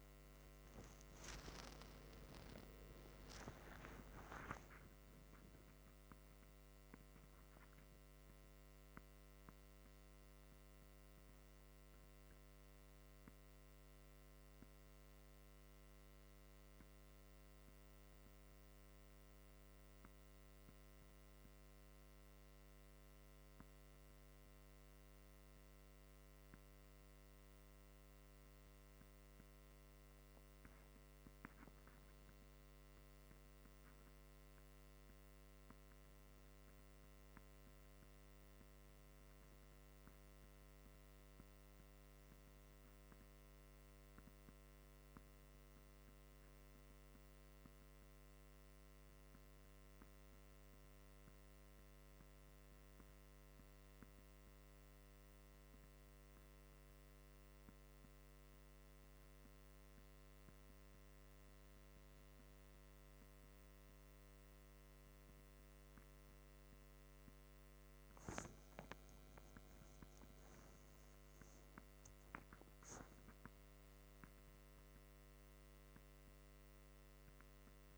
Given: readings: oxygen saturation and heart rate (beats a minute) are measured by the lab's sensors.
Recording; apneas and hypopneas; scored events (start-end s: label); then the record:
a person awake in a sleep study, by a microphone on the trachea; none
none scored
From the record:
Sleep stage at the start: awake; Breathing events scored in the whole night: 71 in 5.8 hours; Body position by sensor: on the right side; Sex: male